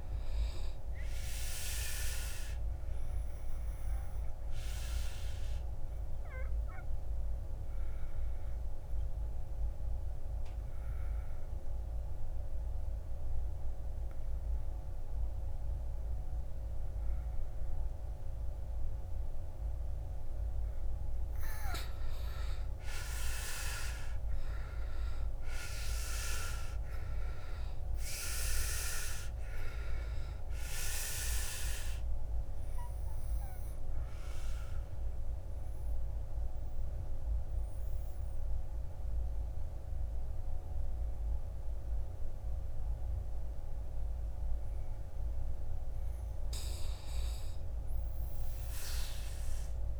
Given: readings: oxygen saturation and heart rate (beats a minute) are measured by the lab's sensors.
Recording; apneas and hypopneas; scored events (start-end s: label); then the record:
breathing in sleep by a room microphone; 2
0.00-1.50 s: arousal
0.00-4.00 s: oxygen desaturation (device-marked, oxygen 92% lowest, heart rate 55 extreme)
4.50-21.00 s: obstructive apnea (oxygen 97% before, 80% lowest, heart rate 57 before, 52 extreme, up 11 after)
14.00-24.00 s: oxygen desaturation (device-marked, oxygen 96% before, 87% lowest, heart rate 59 before, 52 extreme)
23.00-26.50 s: arousal
26.00-50.00 s: oxygen desaturation (device-marked, oxygen 93% before, 80% lowest, heart rate 60 before, 52 extreme)
30.50-43.00 s: obstructive apnea (oxygen 96% before, 74% lowest, heart rate 62 before, 52 extreme, up 6 after)
49.00-50.00 s: arousal
From the record:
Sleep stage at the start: N2 (light sleep); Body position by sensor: on the back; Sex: male